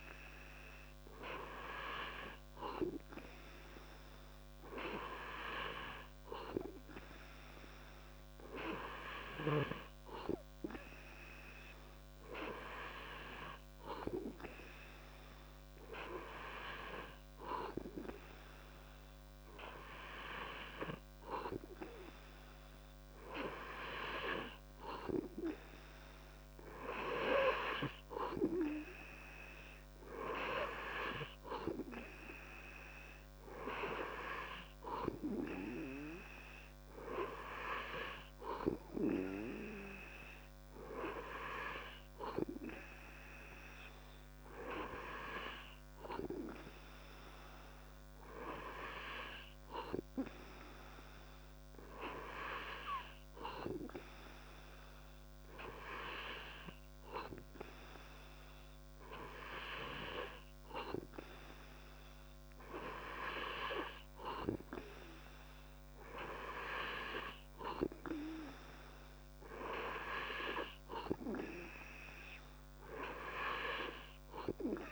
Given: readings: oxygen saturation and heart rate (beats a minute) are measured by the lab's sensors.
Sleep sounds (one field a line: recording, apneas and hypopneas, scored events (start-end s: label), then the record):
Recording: breathing in sleep by a microphone on the trachea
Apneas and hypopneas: none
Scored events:
none scored
From the record:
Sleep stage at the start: N2 (light sleep)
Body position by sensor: on the back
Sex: male